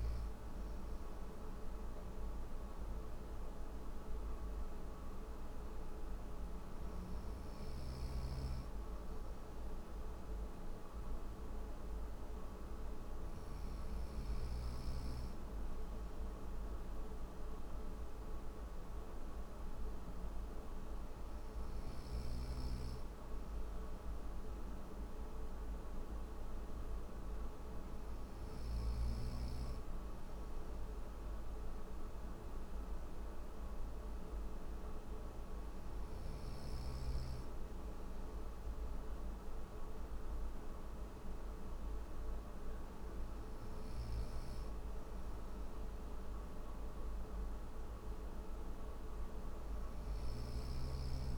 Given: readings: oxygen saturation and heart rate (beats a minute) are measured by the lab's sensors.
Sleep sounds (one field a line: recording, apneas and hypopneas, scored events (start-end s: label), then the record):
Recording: breathing in sleep, hard to hear, by a room microphone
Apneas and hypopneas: none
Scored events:
43.00-49.50 s: snoring (device-marked)
From the record:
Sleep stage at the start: N1 (lightest sleep)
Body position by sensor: on the right side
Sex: male